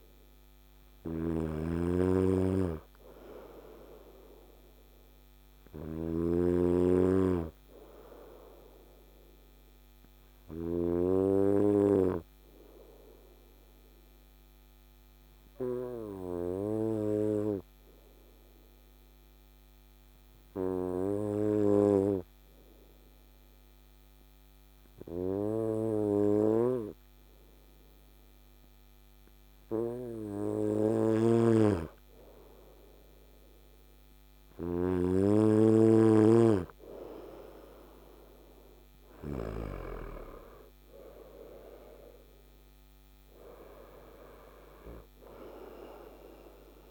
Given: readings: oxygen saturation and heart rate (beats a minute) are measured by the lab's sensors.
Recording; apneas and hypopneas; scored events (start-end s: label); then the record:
breathing in sleep by a microphone on the trachea; 1
0.00-10.50 s: snoring (device-marked)
8.50-30.50 s: obstructive apnea (oxygen 99% before, 95% lowest, heart rate 56 before, 54 extreme, up 3 after)
30.50-39.00 s: snoring (device-marked)
35.00-40.00 s: arousal
From the record:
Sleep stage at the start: N2 (light sleep); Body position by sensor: on the back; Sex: male